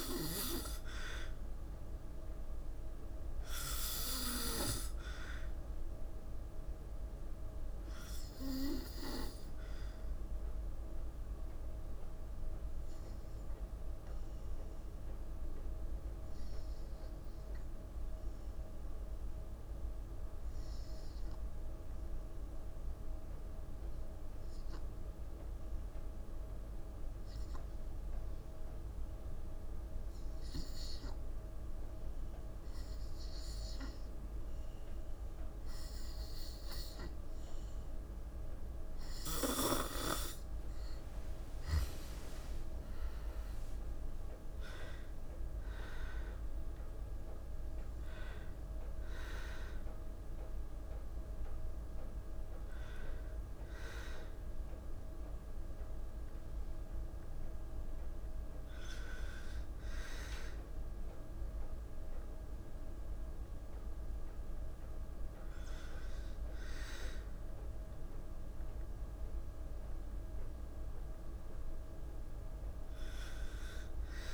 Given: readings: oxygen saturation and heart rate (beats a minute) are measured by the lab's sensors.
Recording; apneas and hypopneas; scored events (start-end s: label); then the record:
breathing in sleep by a room microphone; 1
3.00-6.50 s: arousal
9.50-36.50 s: obstructive apnea (oxygen 96% before, 89% lowest, heart rate 57 before, 55 extreme, up 7 after)
39.50-43.00 s: arousal
47.50-71.50 s: oxygen desaturation (device-marked, oxygen 95% before, 89% lowest, heart rate 58 before, 54 extreme)
69.50-73.00 s: arousal
From the record:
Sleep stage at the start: N2 (light sleep); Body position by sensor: on the back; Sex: female